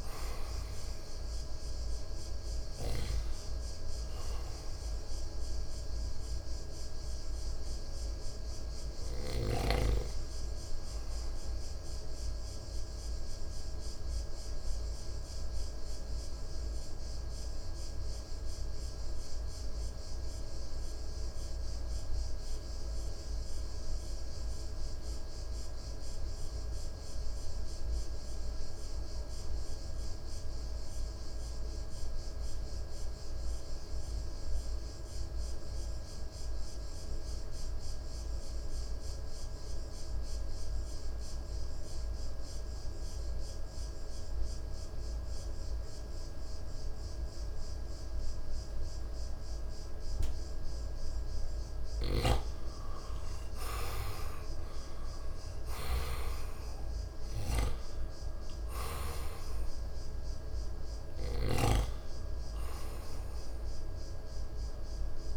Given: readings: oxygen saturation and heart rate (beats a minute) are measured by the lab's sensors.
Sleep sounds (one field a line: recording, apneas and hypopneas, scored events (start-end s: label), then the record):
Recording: breathing in sleep by a room microphone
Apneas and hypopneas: 1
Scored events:
0.00-26.00 s: oxygen desaturation (device-marked, oxygen 88% lowest, heart rate 54 extreme)
12.00-51.50 s: mixed apnea (oxygen 97% before, 84% lowest, heart rate 61 before, 54 extreme, up 5 after)
37.00-65.37 s: oxygen desaturation (device-marked, oxygen 99% before, 84% lowest, heart rate 57 before, 54 extreme)
52.00-59.50 s: snoring (device-marked)
53.50-57.50 s: arousal
61.50-65.37 s: snoring (device-marked)
From the record:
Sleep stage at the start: N2 (light sleep)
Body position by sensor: on the right side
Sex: male